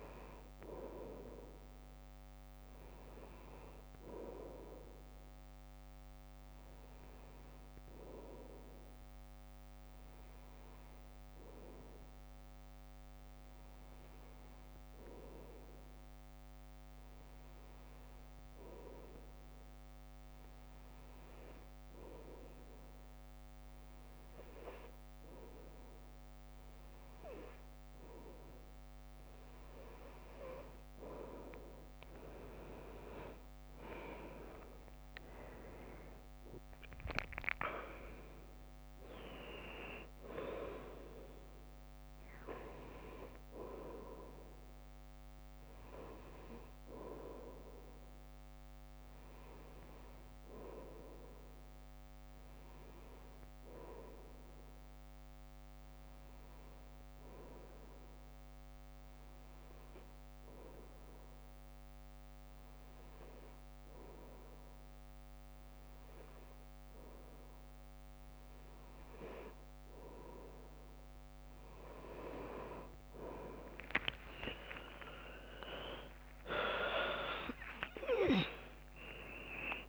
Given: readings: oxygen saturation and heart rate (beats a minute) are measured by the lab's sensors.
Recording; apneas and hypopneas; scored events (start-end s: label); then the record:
breathing in sleep by a microphone on the trachea; 2
11.00-28.00 s: hypopnea (oxygen 97% before, 92% lowest, heart rate 57 before, 51 extreme, up 8 after)
31.50-45.50 s: oxygen desaturation (device-marked, oxygen 97% before, 92% lowest, heart rate 58 before, 51 extreme)
34.50-39.00 s: arousal
58.50-70.00 s: hypopnea (oxygen 96% before, 94% lowest, heart rate 57 before, 56 extreme, up 10 after)
74.00-78.50 s: arousal
From the record:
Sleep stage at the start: N2 (light sleep); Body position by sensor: on the back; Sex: female